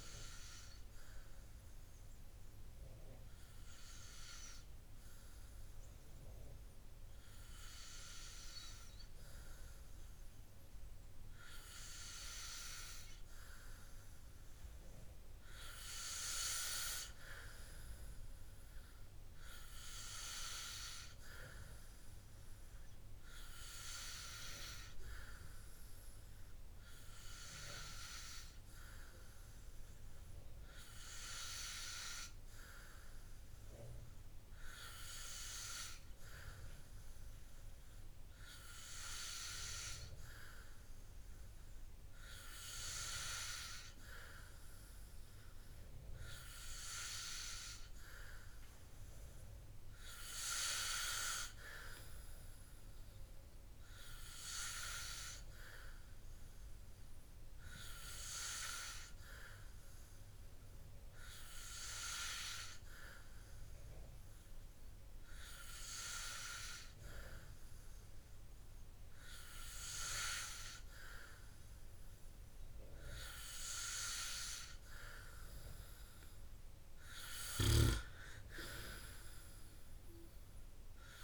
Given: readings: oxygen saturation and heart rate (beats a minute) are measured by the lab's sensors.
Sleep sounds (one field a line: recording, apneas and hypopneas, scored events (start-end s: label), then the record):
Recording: breathing in sleep by a room microphone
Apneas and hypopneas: none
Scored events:
none scored
From the record:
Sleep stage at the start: N2 (light sleep)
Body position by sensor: on the back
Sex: male